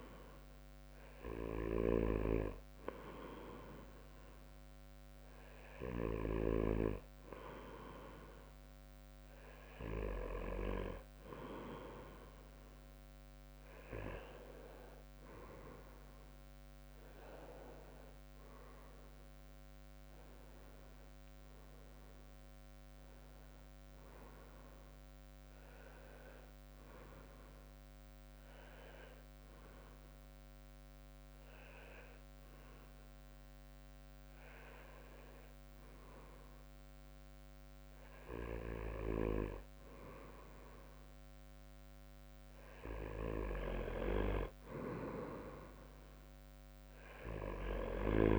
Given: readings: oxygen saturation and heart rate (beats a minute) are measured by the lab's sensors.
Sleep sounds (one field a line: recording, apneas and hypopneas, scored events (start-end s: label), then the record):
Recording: breathing in sleep by a microphone on the trachea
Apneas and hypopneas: 1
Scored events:
19.00-23.50 s: arousal
29.50-40.50 s: hypopnea (oxygen 96% before, 94% lowest, heart rate 68 before, 63 extreme, up 5 after)
42.50-46.50 s: arousal
From the record:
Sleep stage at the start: N2 (light sleep)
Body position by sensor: on the back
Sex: male